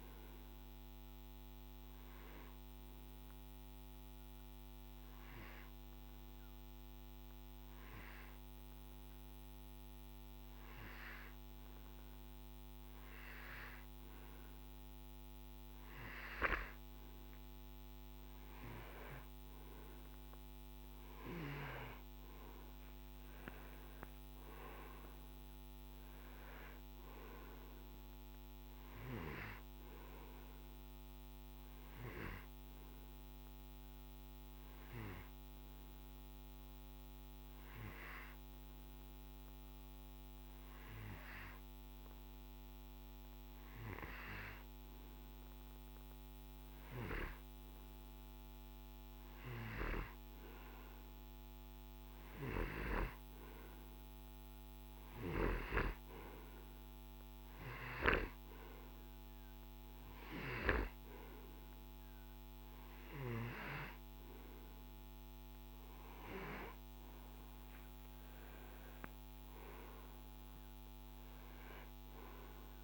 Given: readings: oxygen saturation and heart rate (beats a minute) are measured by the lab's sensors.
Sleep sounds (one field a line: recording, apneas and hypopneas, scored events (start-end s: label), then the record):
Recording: breathing in sleep by a microphone on the trachea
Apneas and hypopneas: 2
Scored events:
0.00-11.00 s: oxygen desaturation (device-marked, oxygen 91% lowest, heart rate 53 extreme)
1.50-16.50 s: hypopnea (oxygen 97% before, 90% lowest, heart rate 60 before, 53 extreme, up 11 after)
19.00-23.00 s: arousal
22.00-39.00 s: oxygen desaturation (device-marked, oxygen 96% before, 90% lowest, heart rate 57 before, 53 extreme)
34.00-53.50 s: hypopnea (oxygen 96% before, 89% lowest, heart rate 61 before, 53 extreme, up 8 after)
52.00-72.84 s: oxygen desaturation (device-marked, oxygen 96% before, 91% lowest, heart rate 57 before, 52 extreme)
58.50-62.00 s: arousal
From the record:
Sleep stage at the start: N2 (light sleep)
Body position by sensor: on the right side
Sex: male